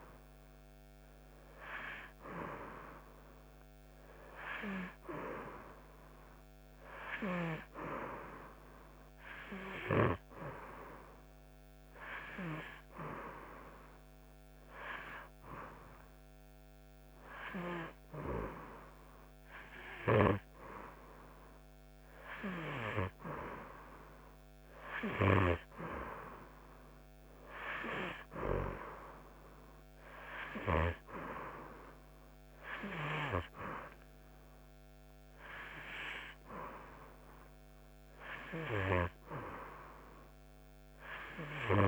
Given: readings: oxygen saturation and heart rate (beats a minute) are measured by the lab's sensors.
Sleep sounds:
breathing in sleep by a microphone on the trachea; none
none scored
From the record:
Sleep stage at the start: N2 (light sleep); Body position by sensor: on the back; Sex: female

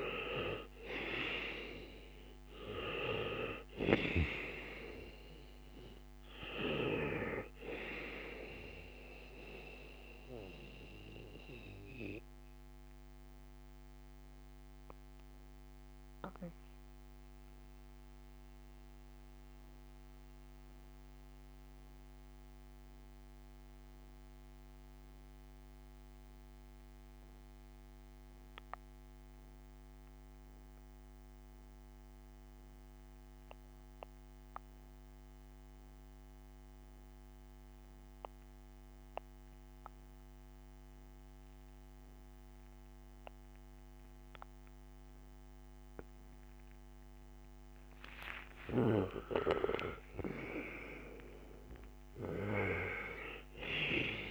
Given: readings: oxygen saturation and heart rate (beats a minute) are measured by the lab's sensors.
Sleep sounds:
breathing in sleep by a microphone on the trachea; 1
0.00-1.50 s: arousal
0.00-31.00 s: oxygen desaturation (device-marked, oxygen 80% lowest, heart rate 56 extreme)
12.00-47.50 s: mixed apnea (oxygen 96% before, 80% lowest, heart rate 63 before, 56 extreme, up 6 after)
44.00-54.31 s: oxygen desaturation (device-marked, oxygen 98% before, 82% lowest, heart rate 59 before, 56 extreme)
48.50-53.50 s: arousal
From the record:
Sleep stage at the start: N2 (light sleep); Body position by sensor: on the back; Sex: male

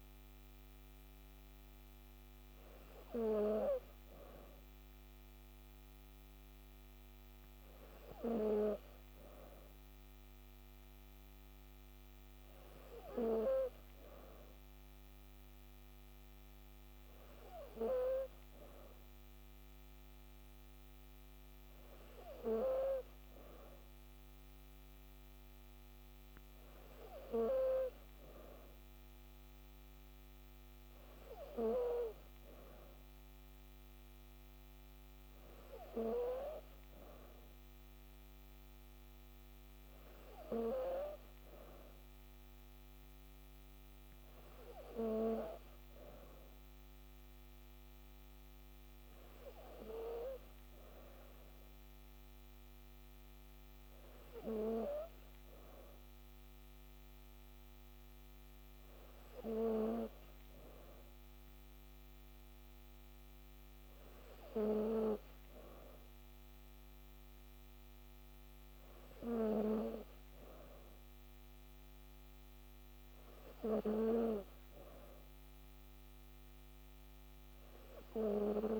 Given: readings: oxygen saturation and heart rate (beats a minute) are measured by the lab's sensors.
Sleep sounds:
breathing in sleep by a microphone on the trachea; none
none scored
From the record:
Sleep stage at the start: N3 (deep sleep); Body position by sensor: on the back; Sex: female

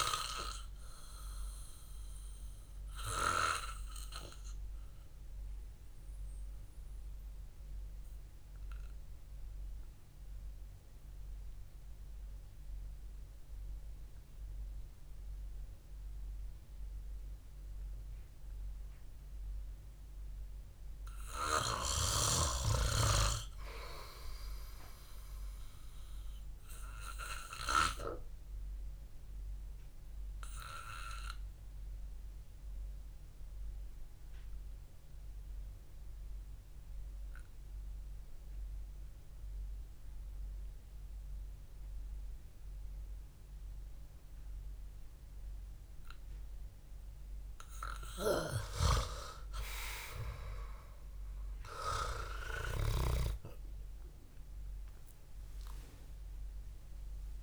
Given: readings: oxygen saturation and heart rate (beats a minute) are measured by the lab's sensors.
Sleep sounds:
breathing in sleep by a room microphone; 2
3.50-20.00 s: obstructive apnea (oxygen 98% before, 89% lowest, heart rate 62 before, 58 extreme, up 6 after)
9.00-22.00 s: oxygen desaturation (device-marked, oxygen 96% before, 92% lowest, heart rate 62 before, 58 extreme)
22.00-25.00 s: arousal
28.50-48.00 s: obstructive apnea (oxygen 98% before, 89% lowest, heart rate 69 before, 50 extreme, up 2 after)
42.00-57.43 s: oxygen desaturation (device-marked, oxygen 97% before, 89% lowest, heart rate 63 before, 50 extreme)
51.00-56.50 s: arousal
From the record:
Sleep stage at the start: REM sleep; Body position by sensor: on the back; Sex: male

